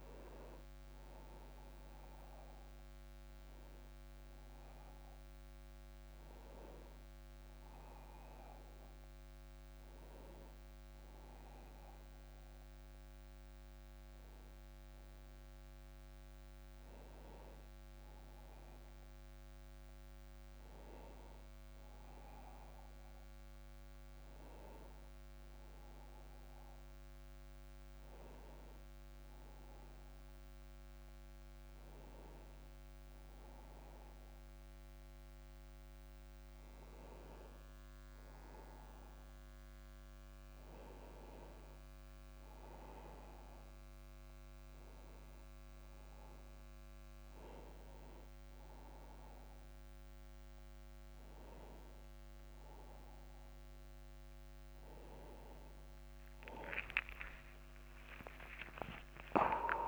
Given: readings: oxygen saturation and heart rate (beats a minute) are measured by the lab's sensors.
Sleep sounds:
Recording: breathing in sleep by a microphone on the trachea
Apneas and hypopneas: none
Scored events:
0.00-17.50 s: oxygen desaturation (device-marked, oxygen 91% lowest)
54.50-59.88 s: new sleep stage, awake
From the record:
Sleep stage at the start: N1 (lightest sleep)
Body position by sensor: on the back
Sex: male

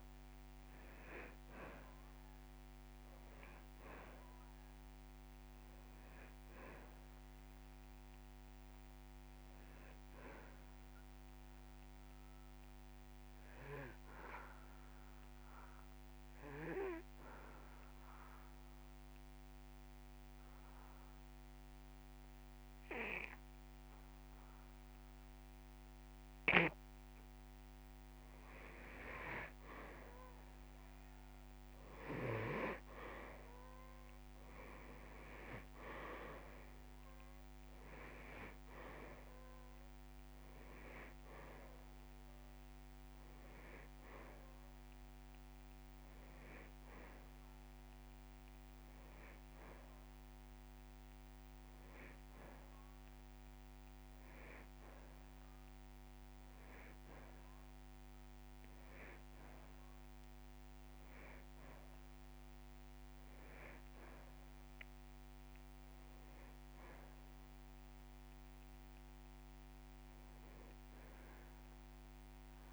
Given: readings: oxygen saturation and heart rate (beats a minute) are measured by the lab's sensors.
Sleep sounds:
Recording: breathing in sleep by a microphone on the trachea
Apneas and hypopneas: 1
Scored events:
5.50-9.00 s: arousal
11.00-28.00 s: obstructive apnea (oxygen 98% before, 88% lowest)
27.50-29.50 s: long interval between heartbeats (device-marked)
35.00-38.50 s: arousal
36.50-38.50 s: long interval between heartbeats (device-marked)
40.00-60.00 s: oxygen desaturation (device-marked, oxygen 97% before, 88% lowest)
65.00-68.00 s: arousal
From the record:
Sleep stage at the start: N2 (light sleep)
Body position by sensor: on the back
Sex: male

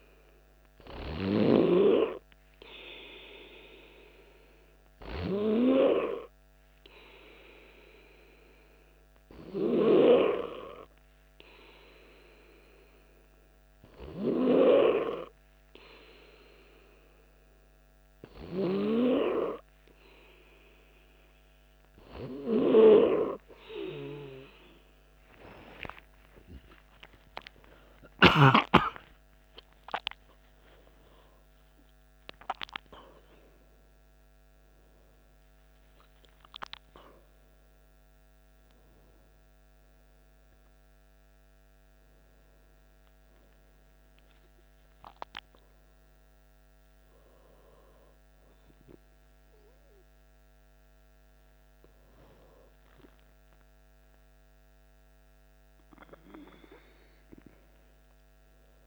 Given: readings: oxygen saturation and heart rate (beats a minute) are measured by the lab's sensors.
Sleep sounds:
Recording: a person awake in a sleep study, by a microphone on the trachea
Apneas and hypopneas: none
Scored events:
17.00-58.87 s: new sleep stage, awake
From the record:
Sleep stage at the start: N2 (light sleep)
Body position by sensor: on the back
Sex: male

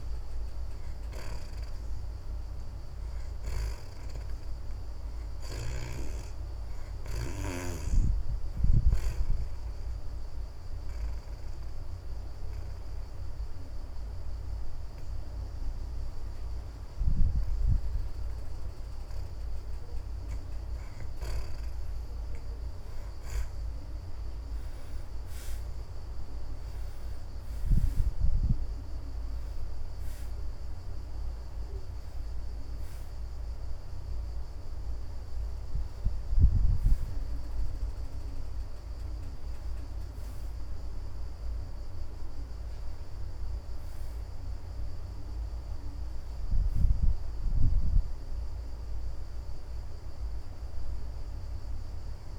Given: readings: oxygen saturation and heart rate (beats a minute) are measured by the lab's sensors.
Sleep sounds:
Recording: breathing in sleep by a room microphone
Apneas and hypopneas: 1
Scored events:
5.00-13.00 s: oxygen desaturation (device-marked, oxygen 73% before, 64% lowest)
9.50-20.50 s: obstructive apnea (oxygen 73% before, 55% lowest)
24.50-30.00 s: arousal
51.00-52.38 s: oxygen desaturation (device-marked, oxygen 65% before, 55% lowest)
From the record:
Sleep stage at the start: N2 (light sleep)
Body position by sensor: on the back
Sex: female

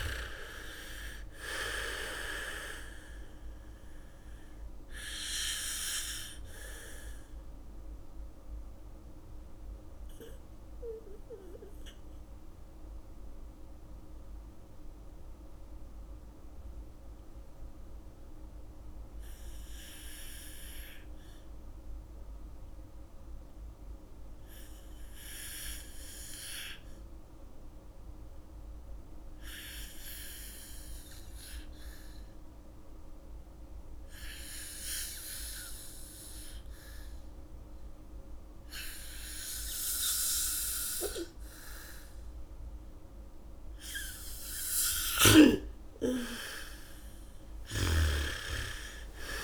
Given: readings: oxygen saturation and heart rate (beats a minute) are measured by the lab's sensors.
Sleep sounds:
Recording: breathing in sleep by a room microphone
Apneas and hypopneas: 1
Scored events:
0.00-1.50 s: bradycardia (device-marked, heart rate 45 extreme)
0.00-20.50 s: oxygen desaturation (device-marked, oxygen 79% lowest, heart rate 45 extreme)
5.00-42.50 s: mixed apnea (oxygen 99% before, 79% lowest, heart rate 60 before, 58 extreme)
31.50-49.43 s: oxygen desaturation (device-marked, oxygen 99% before, 83% lowest, heart rate 78 before, 57 extreme)
45.00-49.43 s: arousal
From the record:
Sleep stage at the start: N2 (light sleep)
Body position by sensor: on the back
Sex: female

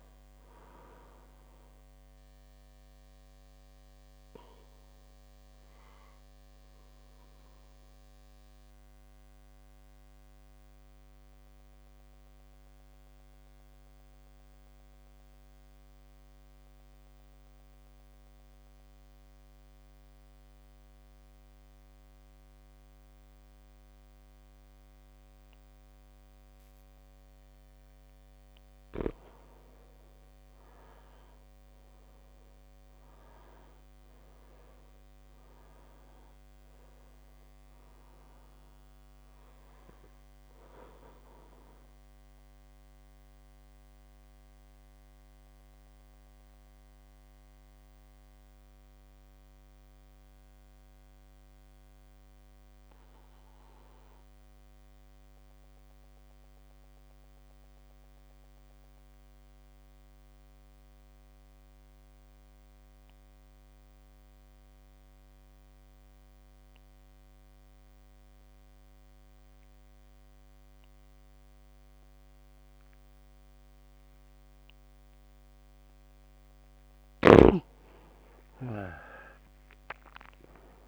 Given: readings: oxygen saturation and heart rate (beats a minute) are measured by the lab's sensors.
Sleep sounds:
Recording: breathing in sleep by a microphone on the trachea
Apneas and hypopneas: 2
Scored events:
3.00-5.00 s: long interval between heartbeats (device-marked)
3.00-28.50 s: obstructive apnea (oxygen 99% before, 93% lowest)
8.50-21.50 s: oxygen desaturation (device-marked, oxygen 99% before, 95% lowest)
14.00-16.00 s: long interval between heartbeats (device-marked)
15.50-34.50 s: drop in pulse transit time (device-marked)
16.00-18.00 s: long interval between heartbeats (device-marked)
26.50-28.50 s: long interval between heartbeats (device-marked)
29.50-33.00 s: arousal
32.00-34.00 s: long interval between heartbeats (device-marked, heart rate 38 before, 36 extreme)
40.50-62.50 s: oxygen desaturation (device-marked, oxygen 99% before, 93% lowest)
42.00-75.50 s: mixed apnea (oxygen 99% before, 89% lowest)
48.50 s: drop in pulse transit time (device-marked)
51.50-58.50 s: drop in pulse transit time (device-marked)
53.50-55.50 s: long interval between heartbeats (device-marked)
67.50-69.50 s: long interval between heartbeats (device-marked, heart rate 33 before, 32 extreme)
67.50-77.50 s: drop in pulse transit time (device-marked)
69.50-71.50 s: long interval between heartbeats (device-marked, heart rate 34 before, 44 extreme)
71.50-73.50 s: long interval between heartbeats (device-marked, heart rate 36 before, 40 extreme)
78.00-80.00 s: long interval between heartbeats (device-marked, heart rate 33 before, 29 extreme)
78.00-80.88 s: arousal
From the record:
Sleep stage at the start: N2 (light sleep)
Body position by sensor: on the back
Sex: male

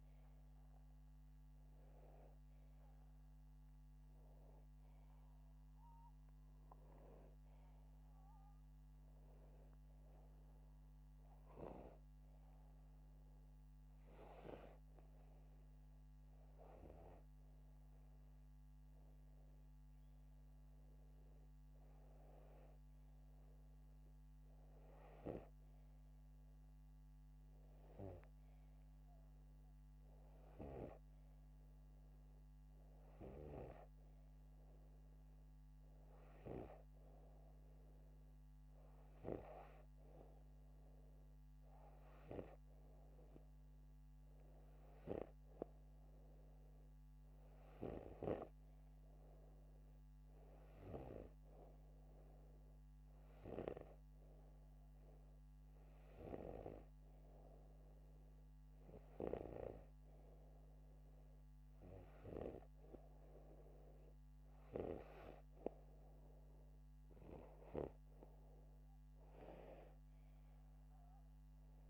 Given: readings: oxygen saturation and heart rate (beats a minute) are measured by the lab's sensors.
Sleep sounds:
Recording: breathing in sleep by a microphone on the trachea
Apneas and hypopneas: none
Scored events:
none scored
From the record:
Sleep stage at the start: N2 (light sleep)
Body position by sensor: upright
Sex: male

